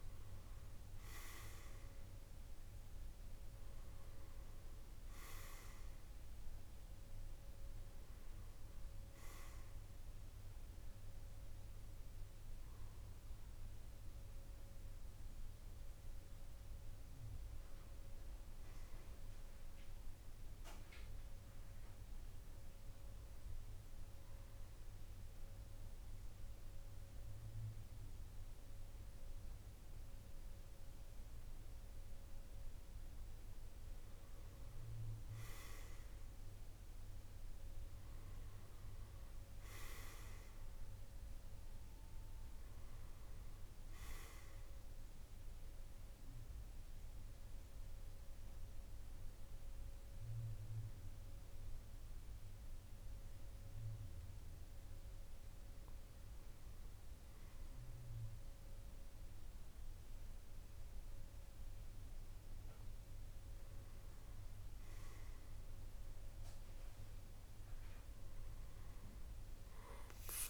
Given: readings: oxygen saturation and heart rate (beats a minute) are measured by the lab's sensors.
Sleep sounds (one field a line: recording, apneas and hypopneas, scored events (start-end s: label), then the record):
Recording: breathing in sleep, hard to hear, by a room microphone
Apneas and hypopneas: 2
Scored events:
0.00-2.00 s: arousal
0.00-18.50 s: oxygen desaturation (device-marked, oxygen 93% lowest, heart rate 49 extreme)
23.00-33.00 s: central apnea (oxygen 97% before, 93% lowest, heart rate 52 before, 48 extreme, up 5 after)
34.00-37.00 s: arousal
38.50-53.50 s: oxygen desaturation (device-marked, oxygen 97% before, 93% lowest, heart rate 50 before, 48 extreme)
45.00-56.50 s: mixed apnea (oxygen 97% before, 93% lowest, heart rate 51 before, 48 extreme, up 3 after)
62.00-65.50 s: arousal
From the record:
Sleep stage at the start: N2 (light sleep)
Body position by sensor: on the back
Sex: male